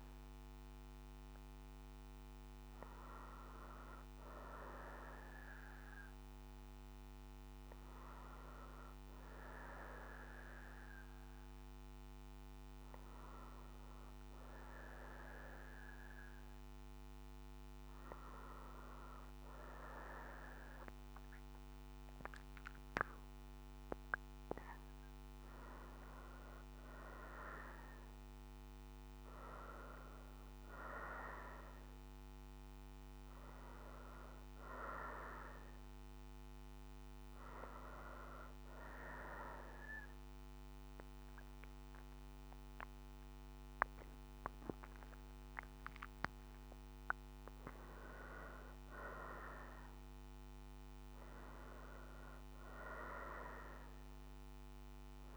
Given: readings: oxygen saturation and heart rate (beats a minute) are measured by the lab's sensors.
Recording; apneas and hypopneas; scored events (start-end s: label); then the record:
breathing in sleep by a microphone on the trachea; 1
20.50-25.00 s: arousal
21.50-41.50 s: oxygen desaturation (device-marked, oxygen 93% before, 89% lowest, heart rate 63 before, 63 extreme)
38.00-48.00 s: hypopnea (oxygen 94% before, 89% lowest, heart rate 65 before, 63 extreme, up 5 after)
51.00-55.36 s: arousal
From the record:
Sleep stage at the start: N2 (light sleep); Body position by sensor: on the right side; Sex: female